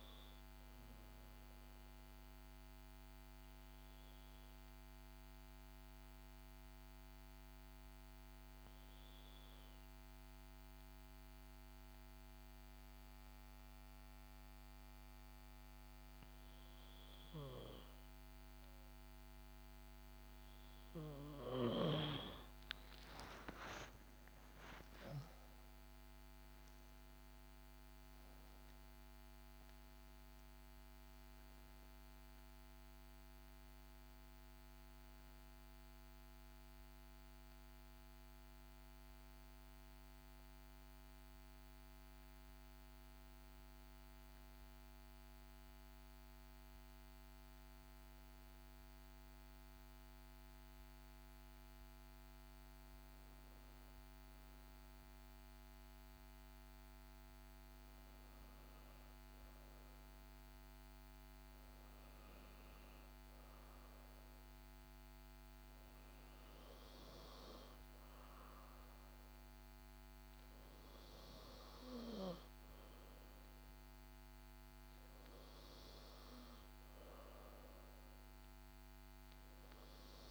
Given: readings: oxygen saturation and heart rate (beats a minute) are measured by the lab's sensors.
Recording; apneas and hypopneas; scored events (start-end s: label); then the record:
breathing in sleep by a microphone on the trachea; 2
1.50-20.00 s: obstructive apnea (oxygen 94% before, 90% lowest, heart rate 63 before, 52 extreme, up 9 after)
5.00-20.00 s: oxygen desaturation (device-marked, oxygen 93% before, 90% lowest, heart rate 62 before, 52 extreme)
24.00-28.50 s: arousal
44.00-57.00 s: oxygen desaturation (device-marked, oxygen 95% before, 92% lowest, heart rate 60 before, 54 extreme)
47.00-62.00 s: hypopnea (oxygen 96% before, 92% lowest, heart rate 60 before, 54 extreme, up 6 after)
63.50-67.50 s: arousal
From the record:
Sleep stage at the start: N2 (light sleep); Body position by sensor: on the back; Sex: female